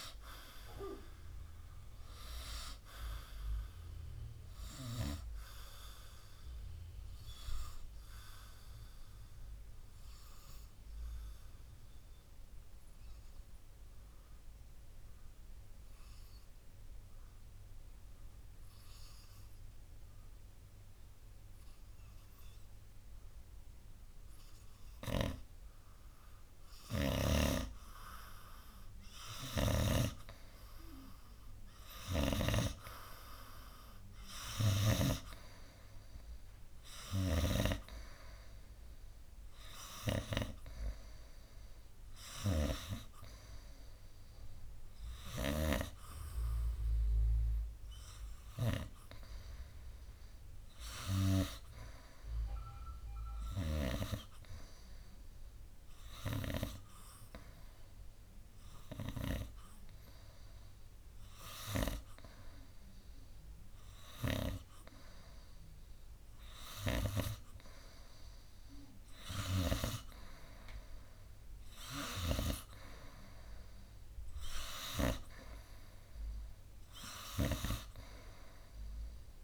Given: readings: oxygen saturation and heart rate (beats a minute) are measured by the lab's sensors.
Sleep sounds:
breathing in sleep by a room microphone; 2
6.00-27.00 s: obstructive apnea (oxygen 97% before, 92% lowest, heart rate 68 before, 60 extreme, up 4 after)
6.50-19.50 s: oxygen desaturation (device-marked, oxygen 95% before, 92% lowest, heart rate 67 before, 60 extreme)
29.50-33.00 s: snoring (device-marked)
32.50-37.00 s: arousal
42.50-54.00 s: snoring (device-marked)
42.50-66.50 s: oxygen desaturation (device-marked, oxygen 97% before, 92% lowest, heart rate 63 before, 62 extreme)
55.50-67.50 s: hypopnea (oxygen 97% before, 92% lowest, heart rate 65 before, 62 extreme, up 2 after)
70.00-73.50 s: arousal
From the record:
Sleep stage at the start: N2 (light sleep); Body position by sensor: on the right side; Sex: male

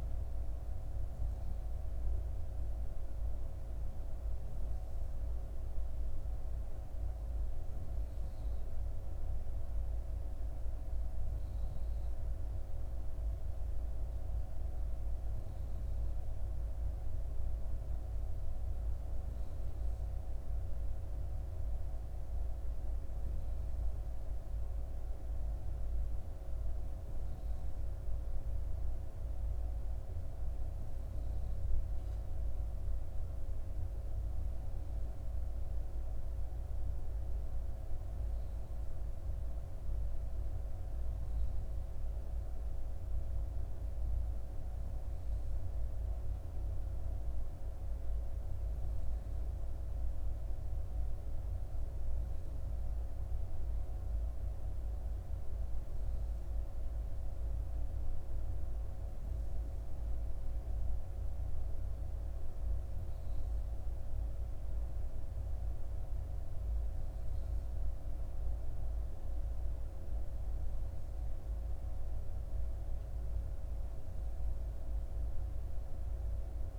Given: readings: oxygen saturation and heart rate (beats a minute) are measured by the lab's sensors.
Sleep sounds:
breathing in sleep, hard to hear, by a room microphone; none
none scored
From the record:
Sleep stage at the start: N3 (deep sleep); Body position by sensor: on the back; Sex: female

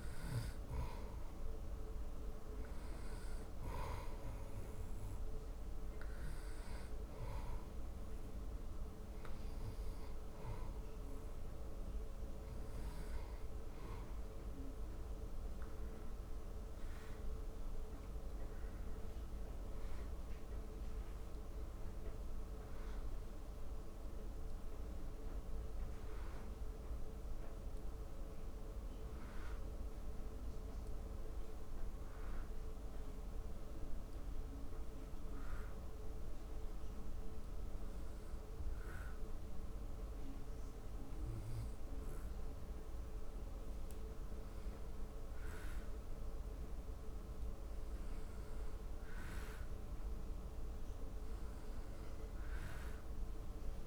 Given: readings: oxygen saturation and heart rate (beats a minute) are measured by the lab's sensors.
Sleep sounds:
breathing in sleep, hard to hear, by a room microphone; 1
33.00-46.00 s: hypopnea (oxygen 94% before, 92% lowest, heart rate 83 before, 75 extreme, up 0 after)
48.00-52.00 s: arousal
51.00-53.86 s: oxygen desaturation (device-marked, oxygen 96% before, 92% lowest, heart rate 79 before, 76 extreme)
From the record:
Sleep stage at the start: N2 (light sleep); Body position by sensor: on the back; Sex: male

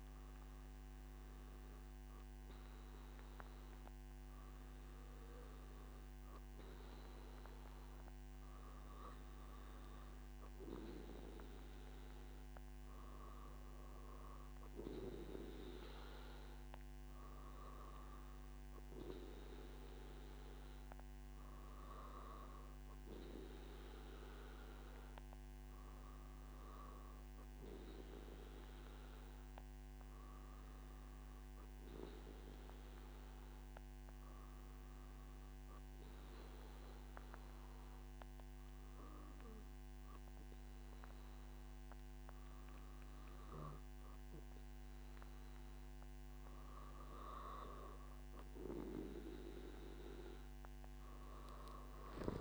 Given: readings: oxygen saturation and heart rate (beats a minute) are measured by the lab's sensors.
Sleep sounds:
breathing in sleep by a microphone on the trachea; 1
28.50-44.00 s: obstructive apnea (oxygen 96% before, 93% lowest, heart rate 112 before, 107 extreme, up 0 after)
From the record:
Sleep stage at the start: N1 (lightest sleep); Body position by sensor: on the back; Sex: male

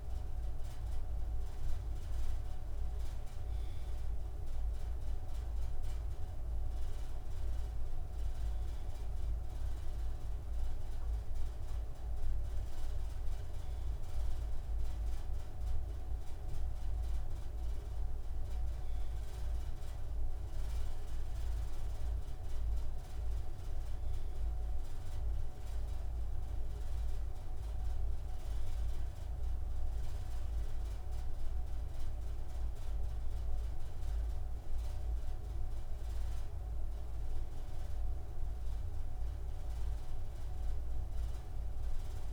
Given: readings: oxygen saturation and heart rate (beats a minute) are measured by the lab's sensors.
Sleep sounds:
breathing in sleep, hard to hear, by a room microphone; none
none scored
From the record:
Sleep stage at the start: N2 (light sleep); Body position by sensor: on the right side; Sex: male

